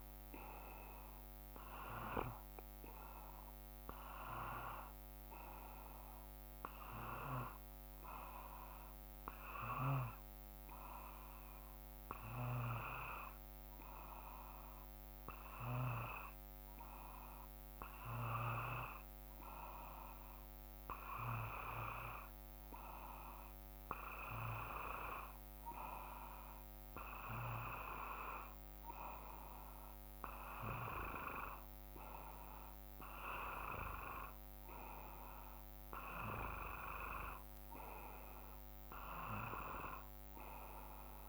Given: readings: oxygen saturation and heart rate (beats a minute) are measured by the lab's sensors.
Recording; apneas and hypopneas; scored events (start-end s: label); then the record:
breathing in sleep by a microphone on the trachea; 1
11.00-25.50 s: hypopnea (oxygen 94% before, 92% lowest, heart rate 55 before, 54 extreme, up 3 after)
29.00-33.50 s: arousal
From the record:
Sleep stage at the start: N2 (light sleep); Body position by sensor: on the back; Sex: male